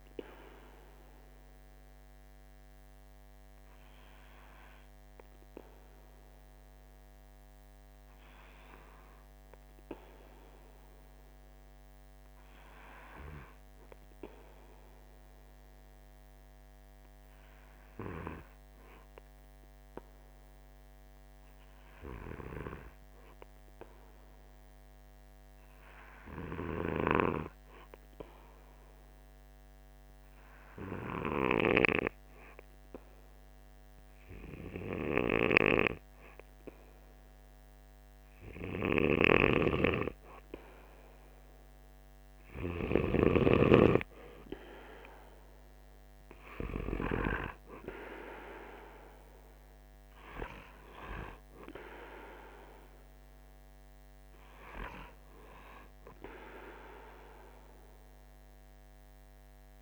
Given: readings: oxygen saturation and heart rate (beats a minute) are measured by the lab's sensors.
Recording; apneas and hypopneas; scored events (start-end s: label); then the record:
breathing in sleep by a microphone on the trachea; 1
0.00-3.50 s: oxygen desaturation (device-marked, oxygen 92% lowest, heart rate 46 extreme)
9.00-13.00 s: arousal
16.00-38.00 s: obstructive apnea (oxygen 97% before, 94% lowest, heart rate 49 before, 48 extreme, up 1 after)
39.50-43.00 s: arousal
From the record:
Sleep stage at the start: N2 (light sleep); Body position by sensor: on the right side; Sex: male